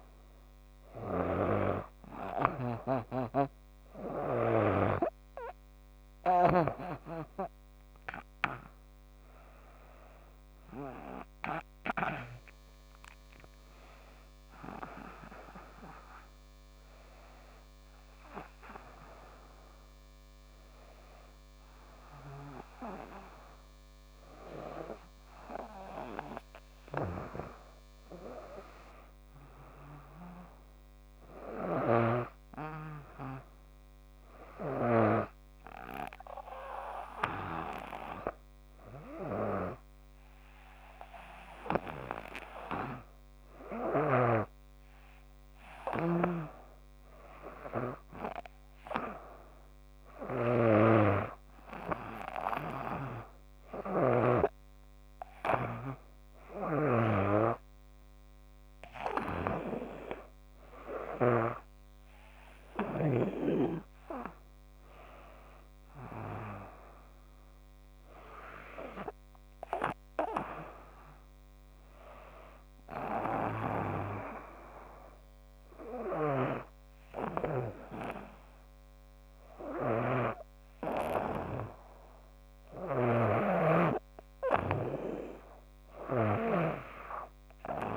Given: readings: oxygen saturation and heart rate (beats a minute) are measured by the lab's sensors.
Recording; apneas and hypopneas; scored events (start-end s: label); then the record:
breathing in sleep by a microphone on the trachea; none
0.00-6.50 s: snoring (device-marked)
11.50-15.00 s: arousal
31.50-35.00 s: snoring (device-marked)
50.00-61.50 s: snoring (device-marked)
76.00-87.97 s: snoring (device-marked)
From the record:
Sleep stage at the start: N2 (light sleep); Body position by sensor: on the back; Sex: female